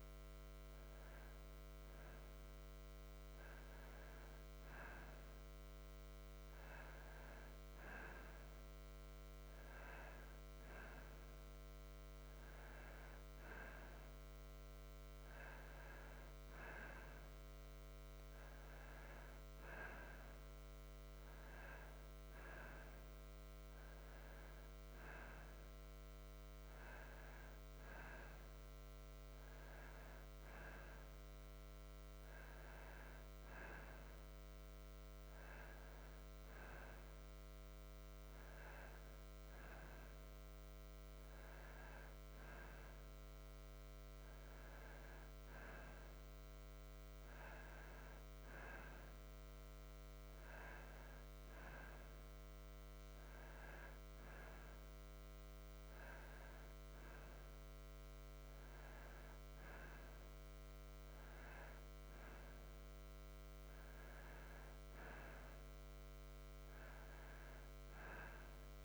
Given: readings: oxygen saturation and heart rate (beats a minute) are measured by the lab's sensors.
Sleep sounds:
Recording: breathing in sleep by a microphone on the trachea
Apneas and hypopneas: none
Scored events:
none scored
From the record:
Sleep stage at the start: N2 (light sleep)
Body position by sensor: on the back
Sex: male

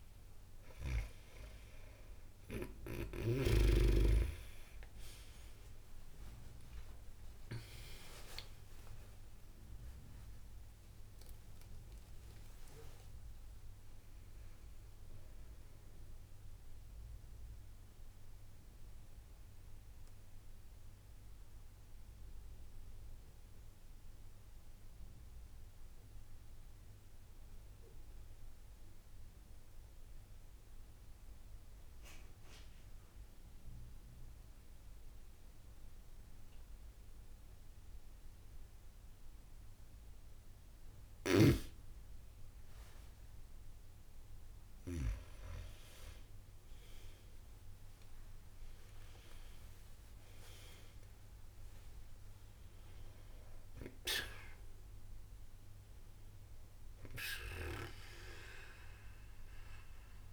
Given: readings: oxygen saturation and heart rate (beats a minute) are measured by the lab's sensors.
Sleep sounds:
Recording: breathing in sleep by a room microphone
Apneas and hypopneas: 1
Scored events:
0.00-2.00 s: arousal
0.00-3.00 s: snoring (device-marked)
0.00-34.50 s: oxygen desaturation (device-marked, oxygen 90% lowest)
8.50-10.50 s: long interval between heartbeats (device-marked)
12.00-14.00 s: long interval between heartbeats (device-marked)
16.50-18.50 s: long interval between heartbeats (device-marked)
17.00-39.50 s: mixed apnea (oxygen 97% before, 90% lowest)
19.00-21.00 s: long interval between heartbeats (device-marked)
22.50-24.50 s: long interval between heartbeats (device-marked, heart rate 40 before, 76 extreme)
27.00-29.00 s: long interval between heartbeats (device-marked, heart rate 50 before, 36 extreme)
41.50-46.50 s: arousal
42.50-44.50 s: long interval between heartbeats (device-marked)
47.50-60.33 s: oxygen desaturation (device-marked, oxygen 97% before, 92% lowest)
50.50-52.50 s: long interval between heartbeats (device-marked)
From the record:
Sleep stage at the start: N2 (light sleep)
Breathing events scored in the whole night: 151 in 4.4 hours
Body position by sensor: on the back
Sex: female

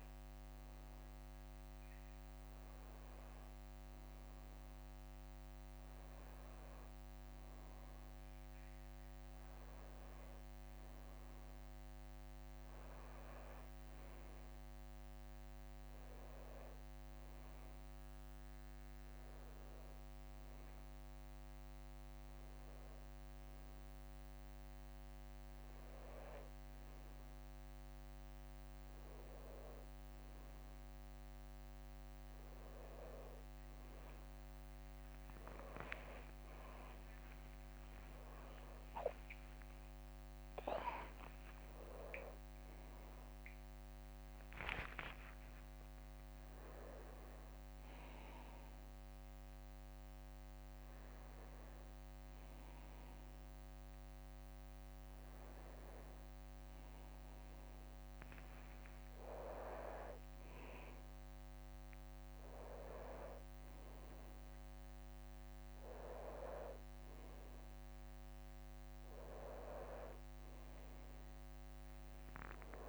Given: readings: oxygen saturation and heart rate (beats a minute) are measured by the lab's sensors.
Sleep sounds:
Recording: a person partly awake in a sleep study, by a microphone on the trachea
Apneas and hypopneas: none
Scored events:
34.50-42.50 s: tachycardia (device-marked, heart rate 63 before, 155 extreme)
35.00-37.00 s: long interval between heartbeats (device-marked, heart rate 62 before, 80 extreme)
39.00-40.00 s: leg movement (device-marked)
39.00-41.00 s: long interval between heartbeats (device-marked, heart rate 69 before, 133 extreme)
40.50-53.50 s: drop in pulse transit time (device-marked, heart rate 77 before, 67 extreme)
41.50-43.50 s: long interval between heartbeats (device-marked, heart rate 81 before, 148 extreme)
42.50-44.50 s: leg movement (device-marked)
42.50-72.50 s: new sleep stage, awake
64.00-71.50 s: leg movement (device-marked)
72.50-72.89 s: new sleep stage, N1 (lightest sleep)
From the record:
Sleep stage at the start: N2 (light sleep)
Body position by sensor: on the back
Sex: male

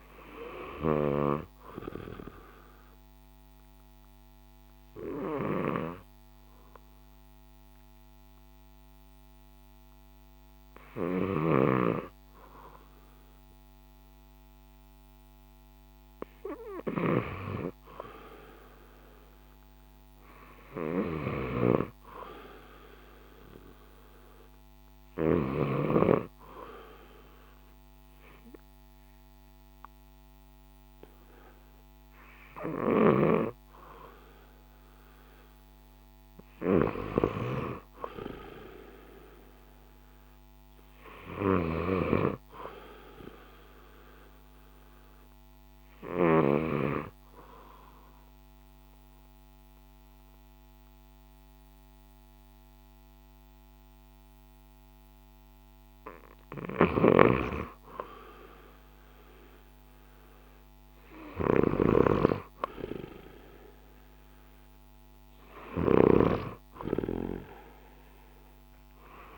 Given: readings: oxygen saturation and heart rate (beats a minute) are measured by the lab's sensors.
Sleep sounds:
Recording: breathing in sleep by a microphone on the trachea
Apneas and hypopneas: 3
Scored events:
0.00-1.00 s: snoring (device-marked)
2.50-15.00 s: obstructive apnea (oxygen 97% before, 91% lowest, heart rate 62 before, 56 extreme, up 5 after)
11.00-25.50 s: snoring (device-marked)
18.00-21.00 s: arousal
24.50-35.50 s: obstructive apnea (oxygen 95% before, 90% lowest, heart rate 58 before, 57 extreme, up 2 after)
32.50-46.50 s: snoring (device-marked)
38.00-41.50 s: arousal
45.00-57.00 s: obstructive apnea (oxygen 95% before, 90% lowest, heart rate 61 before, 57 extreme, up 2 after)
56.50-66.00 s: snoring (device-marked)
62.50-66.00 s: arousal
68.00-69.38 s: drop in pulse transit time (device-marked, heart rate 59 before, 60 extreme)
From the record:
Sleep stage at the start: N2 (light sleep)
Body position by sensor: on the back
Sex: male

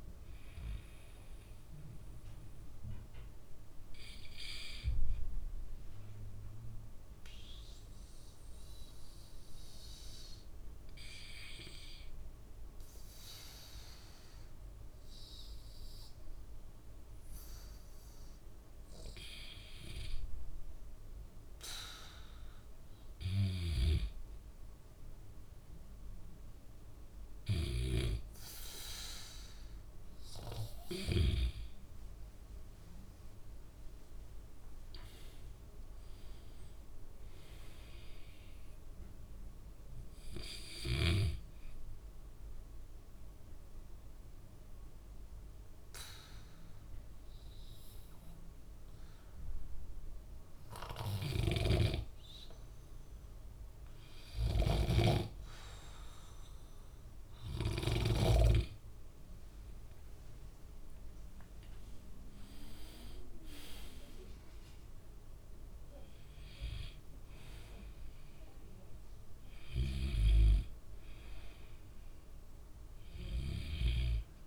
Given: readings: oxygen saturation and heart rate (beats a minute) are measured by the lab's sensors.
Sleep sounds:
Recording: breathing in sleep by a room microphone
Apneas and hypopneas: 2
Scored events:
0.00-12.50 s: oxygen desaturation (device-marked, oxygen 79% lowest, heart rate 61 extreme)
4.00-19.00 s: hypopnea (oxygen 93% before, 81% lowest, heart rate 79 before, 63 extreme, up 3 after)
21.50-25.50 s: arousal
23.50-74.47 s: new sleep stage, N2 (light sleep)
41.50-54.00 s: obstructive apnea (oxygen 99% before, 90% lowest, heart rate 68 before, 62 extreme, up 9 after)
51.50-58.50 s: snoring (device-marked)
60.00-64.50 s: arousal
62.50-74.47 s: oxygen desaturation (device-marked, oxygen 97% before, 92% lowest, heart rate 65 before, 64 extreme)
From the record:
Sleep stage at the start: REM sleep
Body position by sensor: on the back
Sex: male

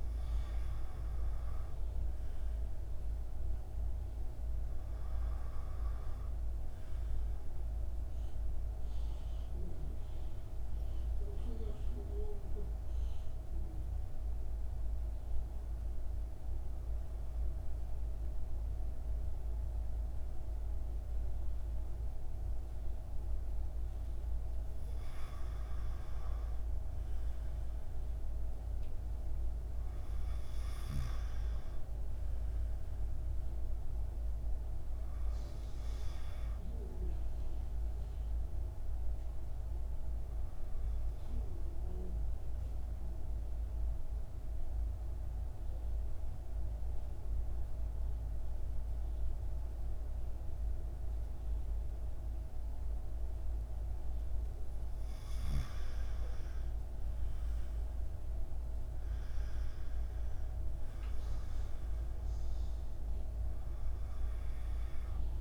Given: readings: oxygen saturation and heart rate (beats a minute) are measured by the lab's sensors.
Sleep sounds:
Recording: breathing in sleep, hard to hear, by a room microphone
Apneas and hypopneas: 2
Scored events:
9.50-24.00 s: obstructive apnea (oxygen 97% before, 92% lowest, heart rate 60 before, 54 extreme, up 7 after)
25.50-30.00 s: arousal
35.00-45.00 s: oxygen desaturation (device-marked, oxygen 96% before, 92% lowest, heart rate 58 before, 55 extreme)
43.00-55.50 s: obstructive apnea (oxygen 96% before, 92% lowest, heart rate 59 before, 53 extreme, up 10 after)
57.00-61.50 s: arousal
62.00-65.41 s: oxygen desaturation (device-marked, oxygen 97% before, 92% lowest, heart rate 58 before, 53 extreme)
From the record:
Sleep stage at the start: N2 (light sleep)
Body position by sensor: upright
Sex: male

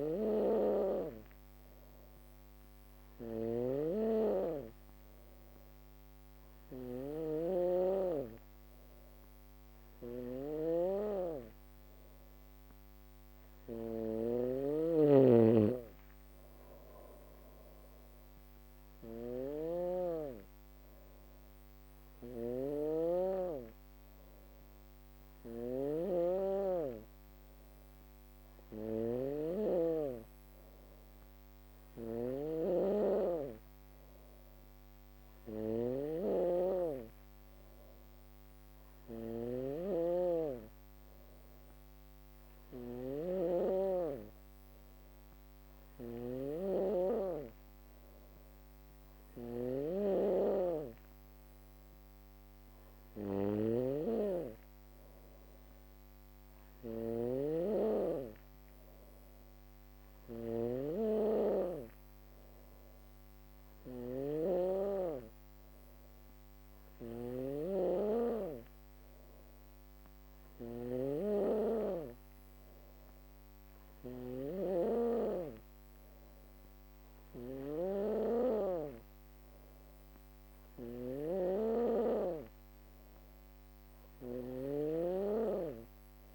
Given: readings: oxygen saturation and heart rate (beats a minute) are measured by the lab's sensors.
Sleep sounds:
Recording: breathing in sleep by a microphone on the trachea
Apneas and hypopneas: none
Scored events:
0.00-86.35 s: snoring (device-marked)
14.00-26.00 s: drop in pulse transit time (device-marked, heart rate 64 before, 58 extreme)
From the record:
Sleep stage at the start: N2 (light sleep)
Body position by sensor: on the back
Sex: female

